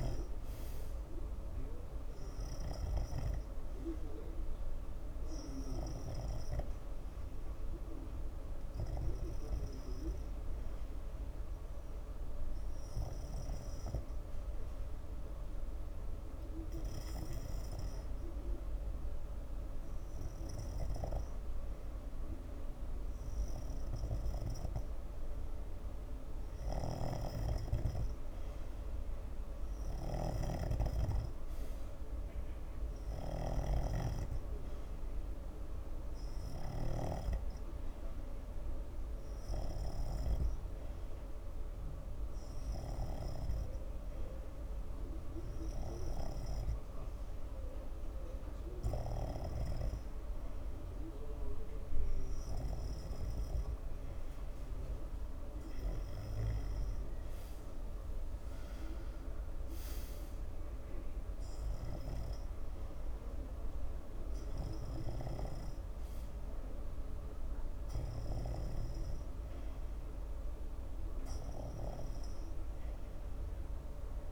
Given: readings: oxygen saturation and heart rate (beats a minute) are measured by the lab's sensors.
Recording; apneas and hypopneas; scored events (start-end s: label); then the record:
breathing in sleep by a room microphone; 1
0.00-10.50 s: snoring (device-marked)
13.00-26.50 s: hypopnea (oxygen 96% before, 90% lowest)
17.50-54.00 s: snoring (device-marked)
23.00-43.00 s: oxygen desaturation (device-marked, oxygen 94% before, 90% lowest)
28.00-31.00 s: arousal
66.00-69.50 s: snoring (device-marked)
From the record:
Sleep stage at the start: N2 (light sleep); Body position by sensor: on the front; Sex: male